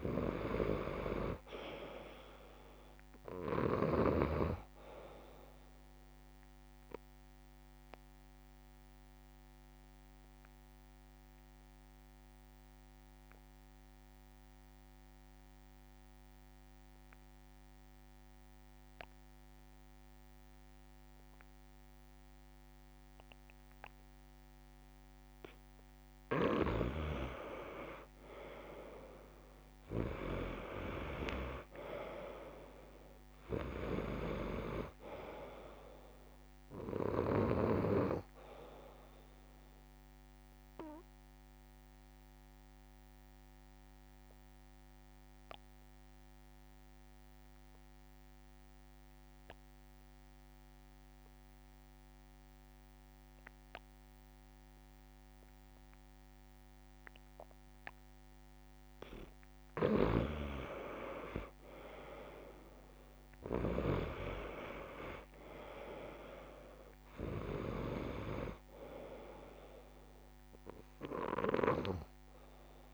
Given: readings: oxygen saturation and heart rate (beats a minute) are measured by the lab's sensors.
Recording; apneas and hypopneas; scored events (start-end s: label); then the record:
breathing in sleep by a microphone on the trachea; 2
0.00-17.00 s: oxygen desaturation (device-marked, oxygen 87% lowest)
7.50-26.50 s: obstructive apnea (oxygen 98% before, 87% lowest)
28.50-32.00 s: arousal
30.00-52.00 s: oxygen desaturation (device-marked, oxygen 98% before, 88% lowest)
40.00-59.00 s: obstructive apnea (oxygen 98% before, 87% lowest)
59.00-72.94 s: oxygen desaturation (device-marked, oxygen 98% before, 87% lowest)
61.00-64.00 s: arousal
From the record:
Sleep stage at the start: N2 (light sleep); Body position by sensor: on the back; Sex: male